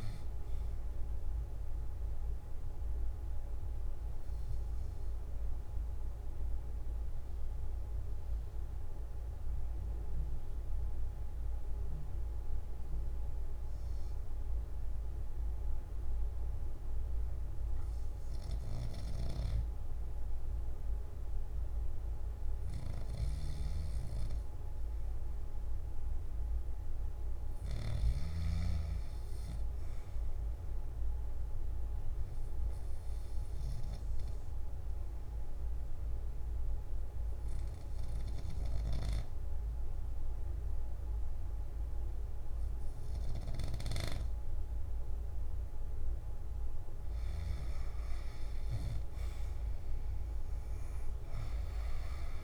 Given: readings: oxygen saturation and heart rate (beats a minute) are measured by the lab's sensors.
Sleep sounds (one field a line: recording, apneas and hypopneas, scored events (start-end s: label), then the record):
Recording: breathing in sleep, hard to hear, by a room microphone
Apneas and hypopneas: 2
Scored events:
3.00-20.00 s: obstructive apnea (oxygen 98% before, 92% lowest, heart rate 64 before, 56 extreme, up 0 after)
34.50-47.00 s: obstructive apnea (oxygen 97% before, 92% lowest, heart rate 59 before, 59 extreme, up 11 after)
36.50-52.43 s: oxygen desaturation (device-marked, oxygen 97% before, 92% lowest, heart rate 59 before, 59 extreme)
From the record:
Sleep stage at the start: N3 (deep sleep)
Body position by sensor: on the back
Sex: male